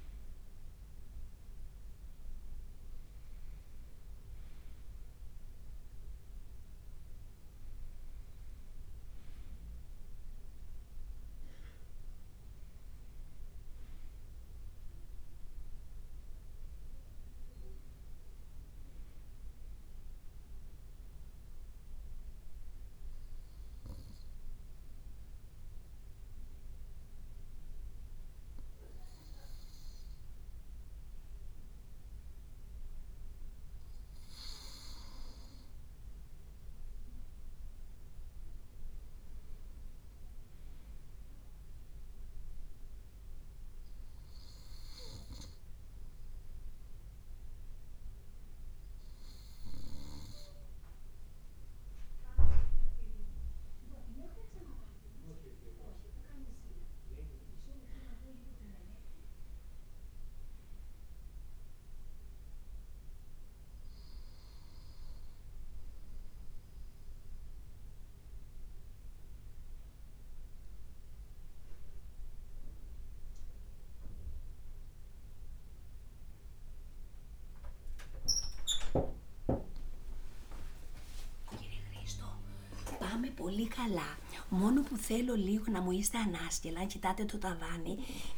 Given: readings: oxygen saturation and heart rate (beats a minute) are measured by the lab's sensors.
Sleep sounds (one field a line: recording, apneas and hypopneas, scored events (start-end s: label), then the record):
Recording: breathing in sleep by a room microphone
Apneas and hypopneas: 2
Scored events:
14.50-18.50 s: arousal
20.50-34.00 s: obstructive apnea (oxygen 97% before, 96% lowest, heart rate 60 before, 55 extreme, up 1 after)
34.00-37.00 s: arousal
66.00-79.50 s: obstructive apnea (oxygen 97% before, 95% lowest, heart rate 55 before, 54 extreme, up 5 after)
80.50-88.38 s: leg movement (device-marked)
From the record:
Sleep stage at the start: N2 (light sleep)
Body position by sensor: on the right side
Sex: male